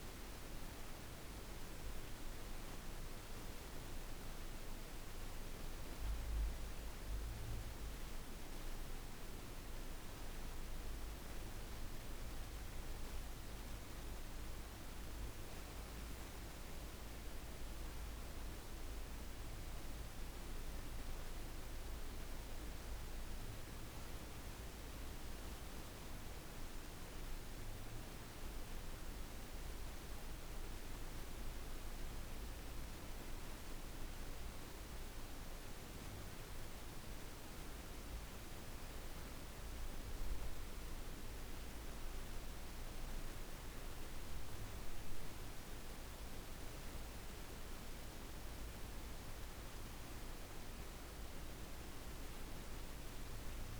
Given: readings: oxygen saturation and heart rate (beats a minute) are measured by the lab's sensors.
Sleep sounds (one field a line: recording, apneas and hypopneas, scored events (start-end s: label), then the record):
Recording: breathing in sleep, hard to hear, by a room microphone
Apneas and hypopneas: none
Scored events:
33.50-43.50 s: oxygen desaturation (device-marked, oxygen 98% before, 95% lowest, heart rate 55 before, 55 extreme)
From the record:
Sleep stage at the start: N1 (lightest sleep)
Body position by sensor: on the back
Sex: female